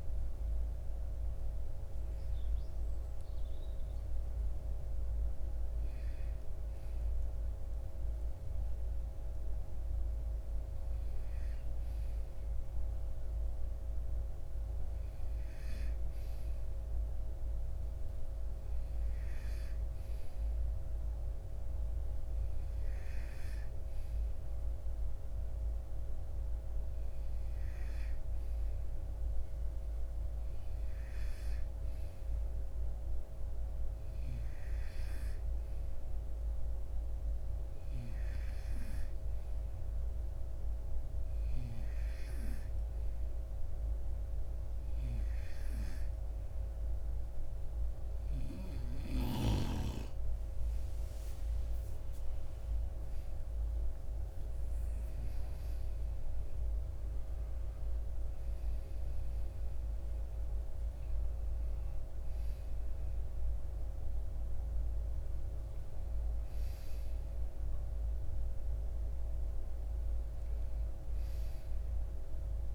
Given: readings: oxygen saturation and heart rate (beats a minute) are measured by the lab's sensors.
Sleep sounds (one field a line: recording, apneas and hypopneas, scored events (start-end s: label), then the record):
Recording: breathing in sleep, hard to hear, by a room microphone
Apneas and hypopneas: 1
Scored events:
31.50-47.00 s: hypopnea (oxygen 98% before, 92% lowest, heart rate 58 before, 54 extreme, up 8 after)
49.50-53.00 s: arousal
From the record:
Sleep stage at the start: N2 (light sleep)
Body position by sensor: on the right side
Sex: male